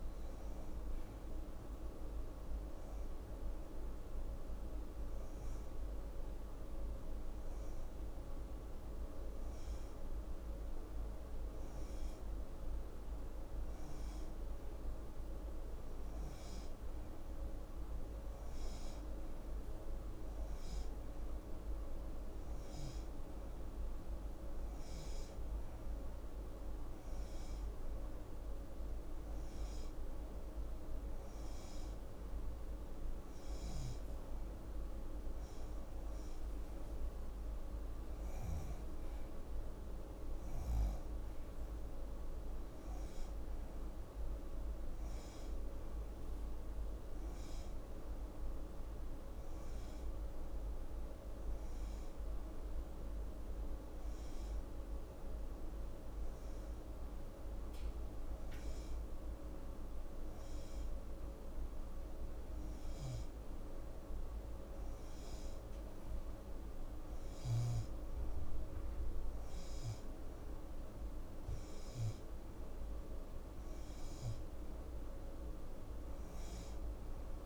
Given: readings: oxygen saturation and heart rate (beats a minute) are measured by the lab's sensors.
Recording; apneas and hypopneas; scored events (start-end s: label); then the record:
breathing in sleep, hard to hear, by a room microphone; none
none scored
From the record:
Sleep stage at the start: N2 (light sleep); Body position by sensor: on the left side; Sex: female